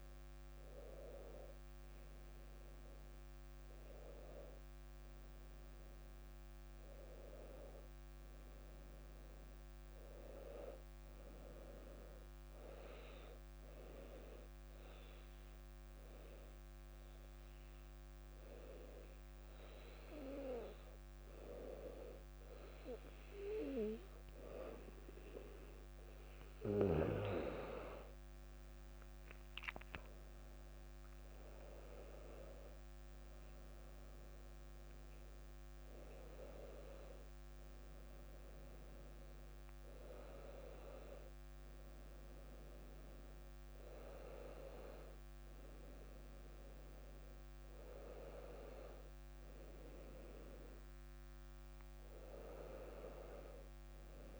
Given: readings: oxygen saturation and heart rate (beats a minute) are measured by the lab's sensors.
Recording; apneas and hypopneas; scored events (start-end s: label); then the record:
breathing in sleep by a microphone on the trachea; 1
12.00-25.50 s: hypopnea (oxygen 99% before, 96% lowest, heart rate 62 before, 60 extreme, up 4 after)
28.00-32.00 s: arousal
From the record:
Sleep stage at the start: N2 (light sleep); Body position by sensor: on the back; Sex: female